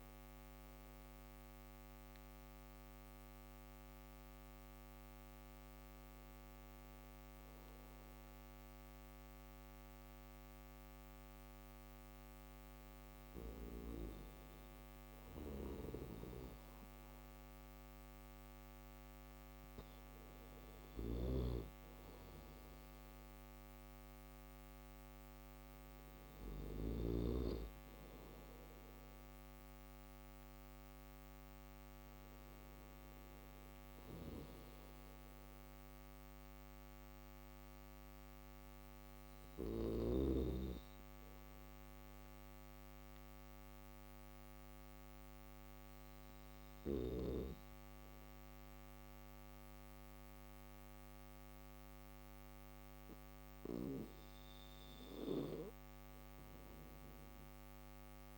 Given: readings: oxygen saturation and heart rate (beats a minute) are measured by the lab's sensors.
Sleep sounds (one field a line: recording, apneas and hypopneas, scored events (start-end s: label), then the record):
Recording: breathing in sleep by a microphone on the trachea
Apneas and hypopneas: none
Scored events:
19.50-26.00 s: snoring (device-marked)
22.50-58.38 s: new sleep stage, N3 (deep sleep)
From the record:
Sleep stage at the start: N1 (lightest sleep)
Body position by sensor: on the back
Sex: male